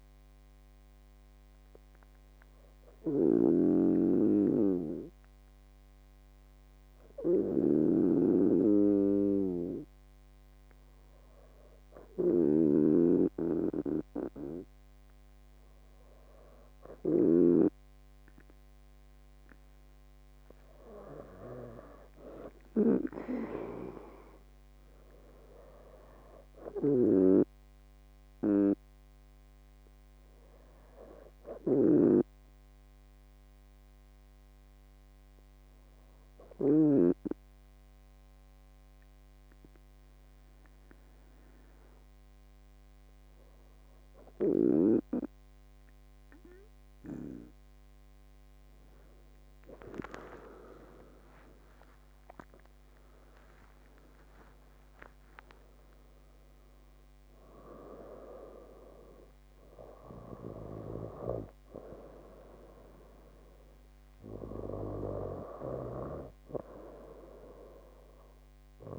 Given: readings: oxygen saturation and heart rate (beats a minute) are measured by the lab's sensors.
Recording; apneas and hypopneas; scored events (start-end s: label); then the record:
breathing in sleep by a microphone on the trachea; 2
3.50-15.50 s: hypopnea (oxygen 97% before, 95% lowest)
16.50-19.50 s: arousal
34.00-46.50 s: hypopnea (oxygen 99% before, 96% lowest)
52.00-56.50 s: arousal
From the record:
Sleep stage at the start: N2 (light sleep); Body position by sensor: on the back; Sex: female